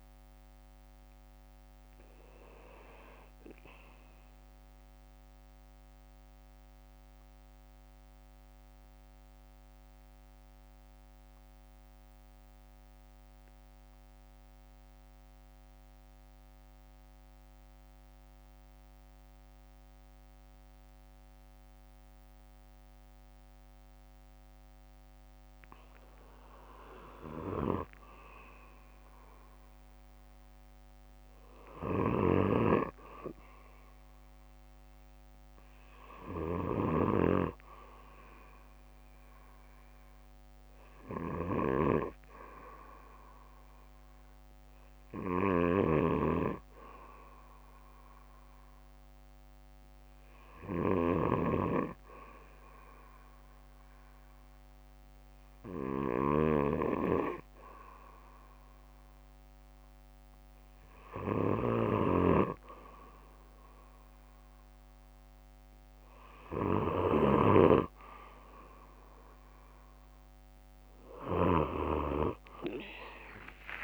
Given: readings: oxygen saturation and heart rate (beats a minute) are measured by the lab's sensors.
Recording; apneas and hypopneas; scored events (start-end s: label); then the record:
breathing in sleep by a microphone on the trachea; 2
4.50-24.00 s: central apnea (oxygen 95% before, 92% lowest, heart rate 61 before, 56 extreme, up 9 after)
24.00-28.50 s: arousal
27.00-29.00 s: bradycardia (device-marked, heart rate 62 before, 60 extreme)
31.00-33.00 s: bradycardia (device-marked, heart rate 62 before, 59 extreme)
35.00-38.00 s: bradycardia (device-marked, heart rate 62 before, 59 extreme)
43.00-67.00 s: oxygen desaturation (device-marked, oxygen 97% before, 94% lowest, heart rate 62 before, 57 extreme)
46.00-59.50 s: hypopnea (oxygen 98% before, 93% lowest, heart rate 62 before, 57 extreme, up 9 after)
50.00-52.00 s: bradycardia (device-marked, heart rate 62 before, 58 extreme)
61.50-67.50 s: snoring (device-marked)
72.00-73.84 s: arousal
From the record:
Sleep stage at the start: N2 (light sleep); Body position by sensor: on the back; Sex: male